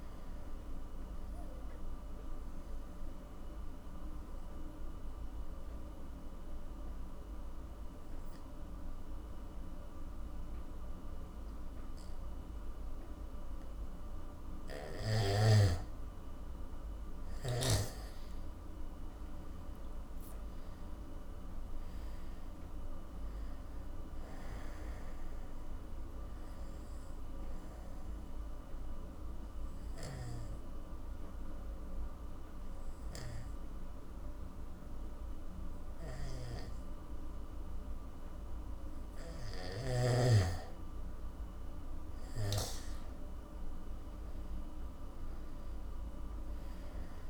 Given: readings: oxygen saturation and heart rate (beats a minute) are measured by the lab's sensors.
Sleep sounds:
breathing in sleep by a room microphone; 2
0.00-15.00 s: oxygen desaturation (device-marked, oxygen 87% lowest, heart rate 46 extreme)
1.00-14.50 s: obstructive apnea (oxygen 98% before, 87% lowest, heart rate 72 before, 46 extreme, up 23 after)
16.50-19.00 s: arousal
26.50-38.50 s: obstructive apnea (oxygen 98% before, 88% lowest, heart rate 57 before, 46 extreme, up 23 after)
27.00-43.00 s: oxygen desaturation (device-marked, oxygen 98% before, 89% lowest, heart rate 58 before, 46 extreme)
36.00-40.00 s: snoring (device-marked)
43.50-47.00 s: arousal
From the record:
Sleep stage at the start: N2 (light sleep); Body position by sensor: on the back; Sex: male

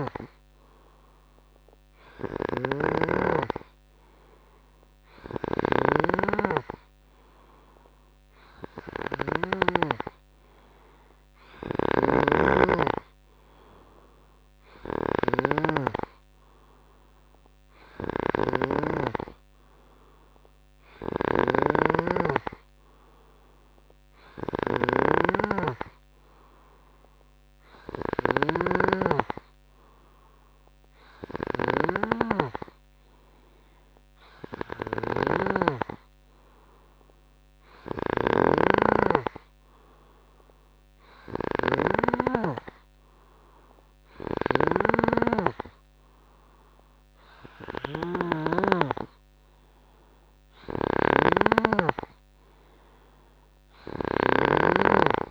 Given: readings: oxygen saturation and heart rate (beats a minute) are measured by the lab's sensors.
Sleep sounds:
breathing in sleep by a microphone on the trachea; none
0.00-10.00 s: snoring (device-marked)
12.00-19.00 s: snoring (device-marked)
21.00-28.50 s: snoring (device-marked)
34.00-55.31 s: new sleep stage, N3 (deep sleep)
35.00-55.00 s: snoring (device-marked)
From the record:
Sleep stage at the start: N2 (light sleep); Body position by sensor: on the right side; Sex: male

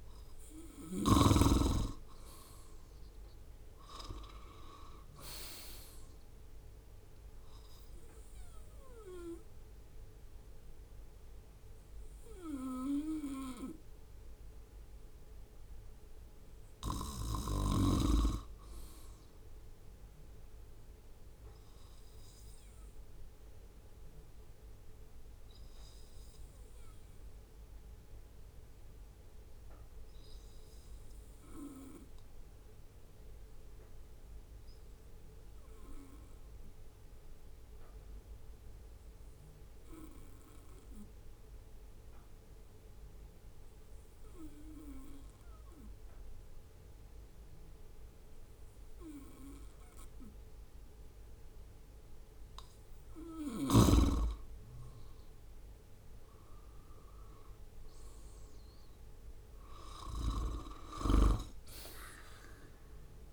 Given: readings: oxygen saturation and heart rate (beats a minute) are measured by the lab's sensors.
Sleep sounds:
breathing in sleep by a room microphone; 1
0.00-2.00 s: arousal
22.50-51.00 s: obstructive apnea (oxygen 96% before, 93% lowest, heart rate 68 before, 61 extreme, up 7 after)
57.00-61.50 s: arousal
From the record:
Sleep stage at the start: N2 (light sleep); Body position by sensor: on the right side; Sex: male

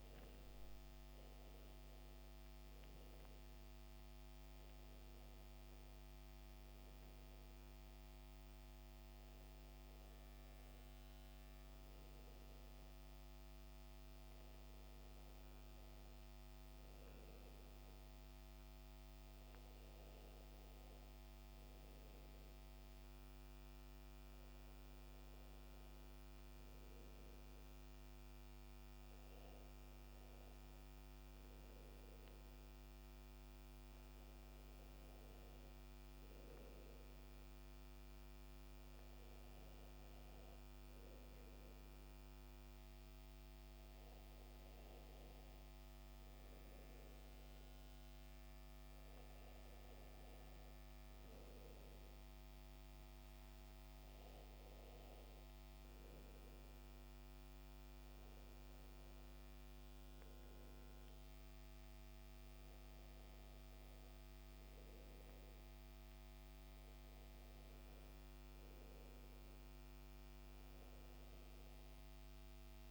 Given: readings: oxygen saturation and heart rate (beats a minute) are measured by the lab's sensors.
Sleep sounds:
breathing in sleep, hard to hear, by a microphone on the trachea; none
none scored
From the record:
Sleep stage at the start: N2 (light sleep); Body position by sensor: on the back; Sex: male

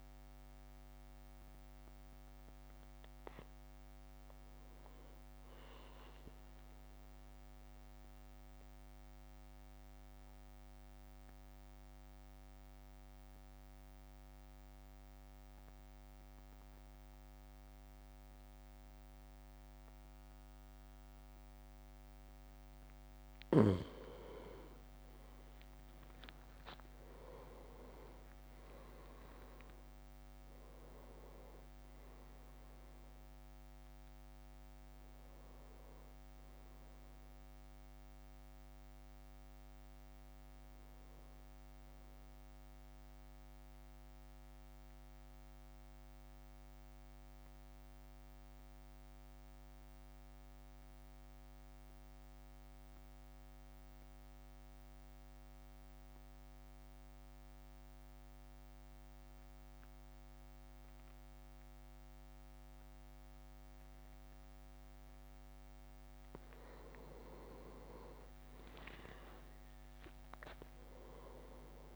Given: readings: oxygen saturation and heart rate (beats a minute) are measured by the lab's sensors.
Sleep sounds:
breathing in sleep by a microphone on the trachea; 2
0.00-3.50 s: drop in pulse transit time (device-marked, heart rate 50 extreme)
7.50-23.50 s: mixed apnea (oxygen 100% before, 96% lowest, heart rate 55 before, 51 extreme, up 7 after)
25.00-29.50 s: arousal
27.50-29.00 s: leg movement (device-marked)
27.50-40.50 s: drop in pulse transit time (device-marked, heart rate 53 before, 52 extreme)
43.00-65.50 s: mixed apnea (oxygen 99% before, 95% lowest, heart rate 55 before, 49 extreme, up 6 after)
67.00-71.00 s: arousal
69.50-71.96 s: drop in pulse transit time (device-marked, heart rate 54 before, 51 extreme)
69.50-71.96 s: oxygen desaturation (device-marked, oxygen 100% before, 96% lowest, heart rate 54 before, 49 extreme)
From the record:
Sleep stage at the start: N2 (light sleep); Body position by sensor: on the back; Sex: male

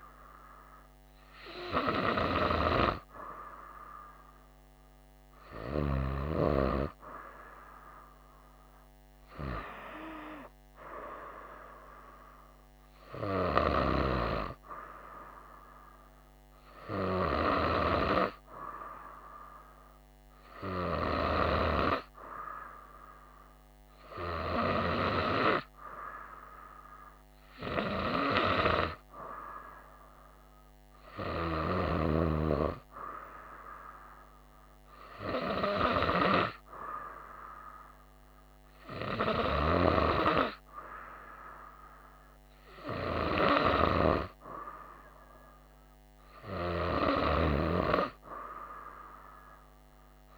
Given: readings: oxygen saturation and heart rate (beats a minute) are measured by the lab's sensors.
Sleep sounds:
breathing in sleep by a microphone on the trachea; none
none scored
From the record:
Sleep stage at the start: N2 (light sleep); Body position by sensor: on the right side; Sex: female

